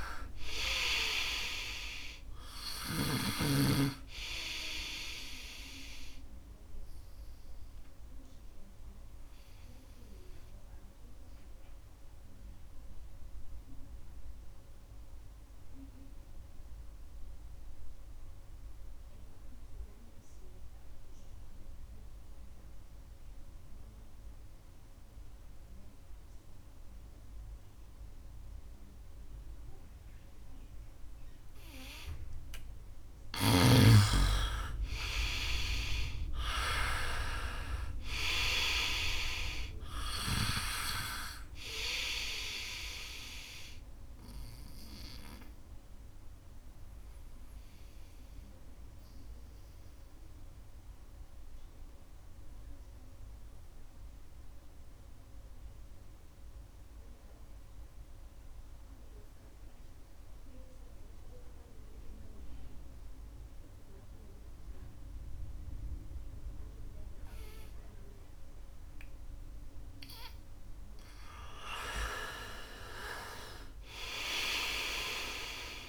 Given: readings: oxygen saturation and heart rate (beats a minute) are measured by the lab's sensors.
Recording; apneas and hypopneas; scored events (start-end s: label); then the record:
breathing in sleep by a room microphone; 2
0.00-3.00 s: snoring (device-marked)
0.00-22.00 s: oxygen desaturation (device-marked, oxygen 86% lowest, heart rate 66 extreme)
8.00-31.50 s: obstructive apnea (oxygen 98% before, 86% lowest, heart rate 70 before, 64 extreme, up 7 after)
29.00-60.00 s: oxygen desaturation (device-marked, oxygen 99% before, 86% lowest, heart rate 70 before, 60 extreme)
33.50-38.50 s: arousal
44.50-69.00 s: obstructive apnea (oxygen 99% before, 86% lowest, heart rate 70 before, 60 extreme, up 1 after)
68.00-75.89 s: oxygen desaturation (device-marked, oxygen 99% before, 86% lowest, heart rate 68 before, 62 extreme)
71.00-75.00 s: arousal
72.00-74.00 s: long interval between heartbeats (device-marked, heart rate 68 before, 60 extreme)
From the record:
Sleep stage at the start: N2 (light sleep); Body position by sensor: on the right side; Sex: male